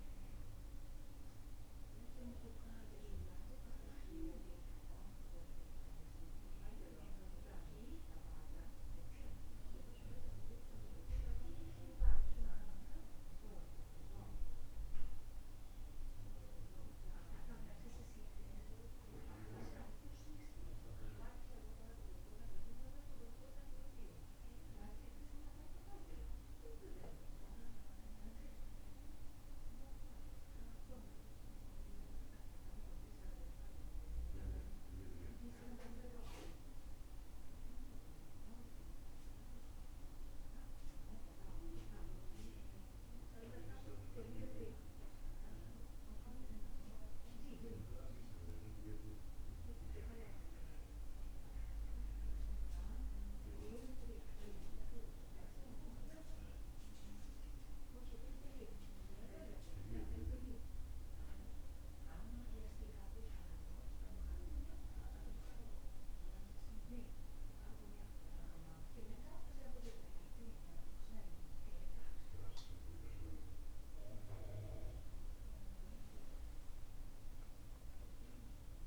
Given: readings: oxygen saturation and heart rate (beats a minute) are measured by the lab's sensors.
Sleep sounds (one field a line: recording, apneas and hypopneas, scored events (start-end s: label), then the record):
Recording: breathing in sleep by a room microphone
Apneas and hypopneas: none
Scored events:
none scored
From the record:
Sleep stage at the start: N2 (light sleep)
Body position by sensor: on the back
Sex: male